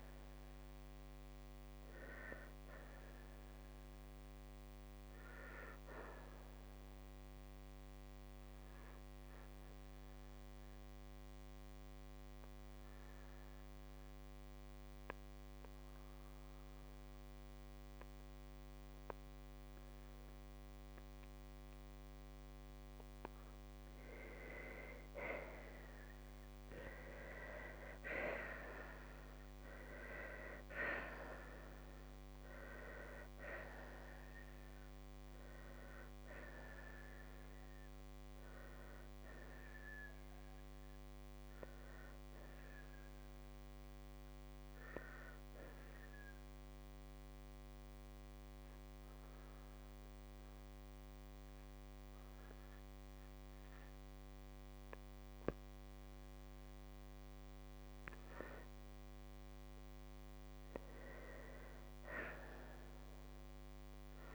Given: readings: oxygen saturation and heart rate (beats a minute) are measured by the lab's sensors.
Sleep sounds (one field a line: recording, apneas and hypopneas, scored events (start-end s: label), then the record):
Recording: breathing in sleep by a microphone on the trachea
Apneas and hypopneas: 2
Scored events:
5.00-23.00 s: obstructive apnea (oxygen 95% before, 91% lowest, heart rate 60 before, 55 extreme, up 6 after)
17.00-26.00 s: oxygen desaturation (device-marked, oxygen 96% before, 92% lowest, heart rate 56 before, 54 extreme)
27.00-31.50 s: arousal
45.00-57.50 s: obstructive apnea (oxygen 97% before, 91% lowest, heart rate 60 before, 54 extreme, up 5 after)
53.00-64.35 s: oxygen desaturation (device-marked, oxygen 96% before, 91% lowest, heart rate 58 before, 55 extreme)
60.00-63.00 s: arousal
From the record:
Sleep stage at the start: N2 (light sleep)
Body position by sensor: on the right side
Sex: female